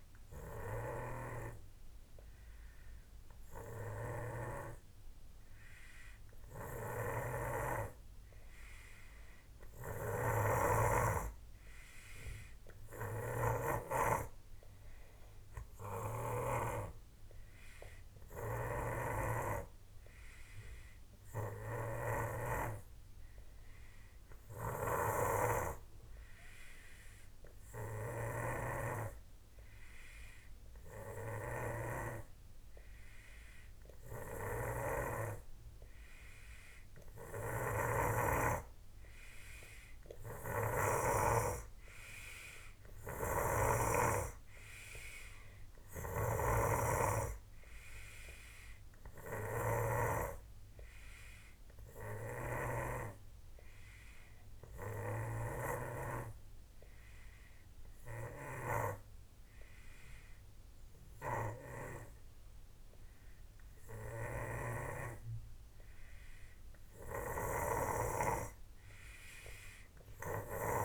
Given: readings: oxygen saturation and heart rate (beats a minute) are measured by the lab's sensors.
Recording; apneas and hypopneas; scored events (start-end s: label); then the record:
breathing in sleep by a room microphone; none
0.00-16.50 s: snoring (device-marked)
18.50-41.00 s: snoring (device-marked)
43.00-56.00 s: snoring (device-marked)
From the record:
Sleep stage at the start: N2 (light sleep); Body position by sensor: on the back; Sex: male